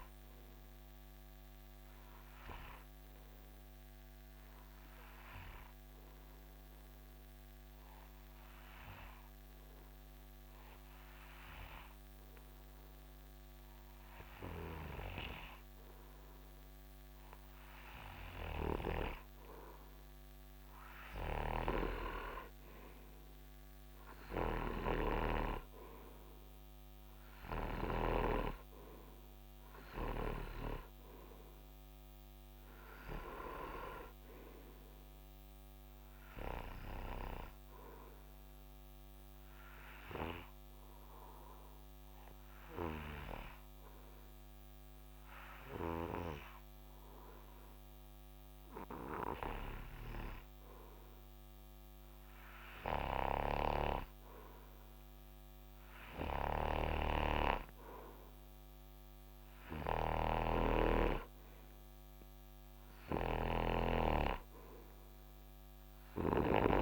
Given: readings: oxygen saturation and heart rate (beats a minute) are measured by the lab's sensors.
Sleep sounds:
breathing in sleep by a microphone on the trachea; 2
3.50-20.00 s: obstructive apnea (oxygen 92% before, 90% lowest, heart rate 80 before, 66 extreme, up 4 after)
15.00-28.50 s: snoring (device-marked)
22.00-25.50 s: arousal
38.50-52.50 s: obstructive apnea (oxygen 94% before, 91% lowest, heart rate 71 before, 68 extreme, up 9 after)
43.50-47.00 s: snoring (device-marked)
53.50-66.82 s: snoring (device-marked)
54.50-57.00 s: arousal
56.50-66.82 s: oxygen desaturation (device-marked, oxygen 95% before, 91% lowest, heart rate 68 before, 71 extreme)
From the record:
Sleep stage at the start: N2 (light sleep); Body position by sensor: on the right side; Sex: male

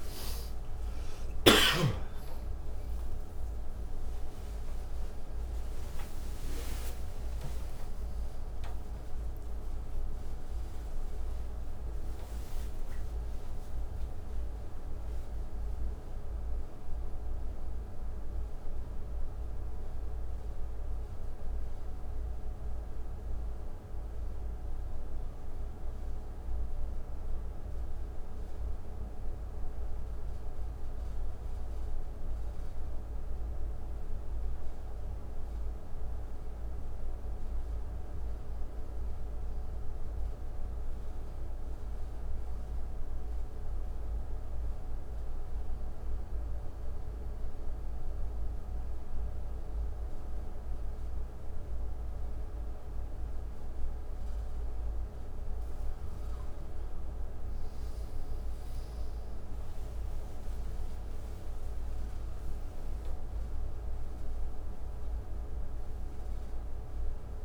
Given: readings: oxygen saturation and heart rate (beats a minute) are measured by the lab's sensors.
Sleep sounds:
breathing in sleep, hard to hear, by a room microphone; none
0.00-6.50 s: arousal
37.50-54.50 s: oxygen desaturation (device-marked, oxygen 95% before, 91% lowest, heart rate 70 before, 68 extreme)
56.00-60.50 s: arousal
From the record:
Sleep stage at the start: N1 (lightest sleep); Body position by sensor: on the right side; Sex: male

